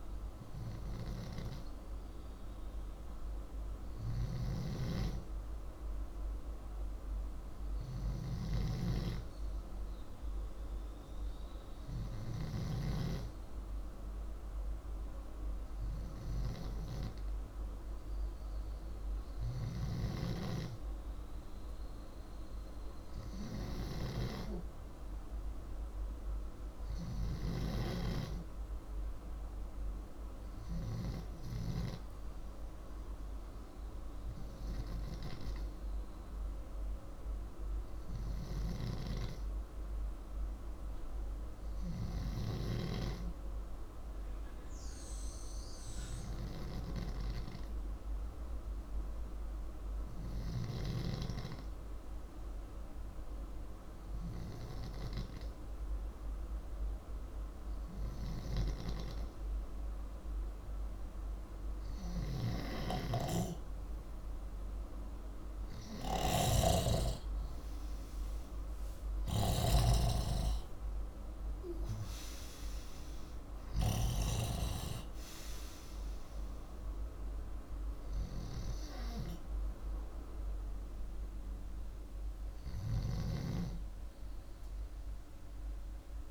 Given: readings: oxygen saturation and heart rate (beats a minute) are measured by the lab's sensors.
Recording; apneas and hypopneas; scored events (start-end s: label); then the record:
breathing in sleep by a room microphone; 1
0.00-6.50 s: oxygen desaturation (device-marked, oxygen 94% lowest, heart rate 50 extreme)
4.00-12.50 s: snoring (device-marked)
44.50-59.50 s: hypopnea (oxygen 95% before, 91% lowest, heart rate 86 before, 69 extreme)
61.50-66.00 s: arousal
62.00-73.50 s: snoring (device-marked)
From the record:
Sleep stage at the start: N2 (light sleep); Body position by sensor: upright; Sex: male